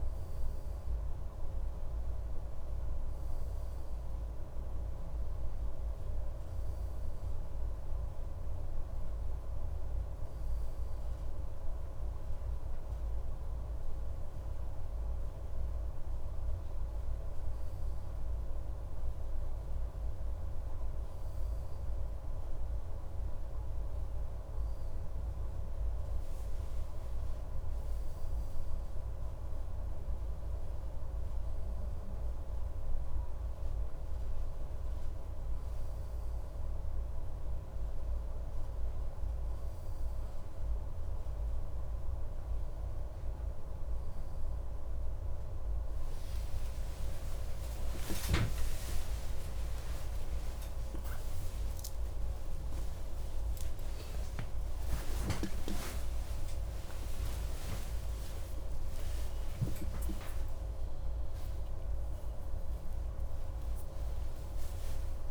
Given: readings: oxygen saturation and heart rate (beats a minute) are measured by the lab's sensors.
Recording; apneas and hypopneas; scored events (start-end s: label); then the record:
a person awake in a sleep study, hard to hear, by a room microphone; none
none scored
From the record:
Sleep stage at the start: awake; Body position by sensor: on the left side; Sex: male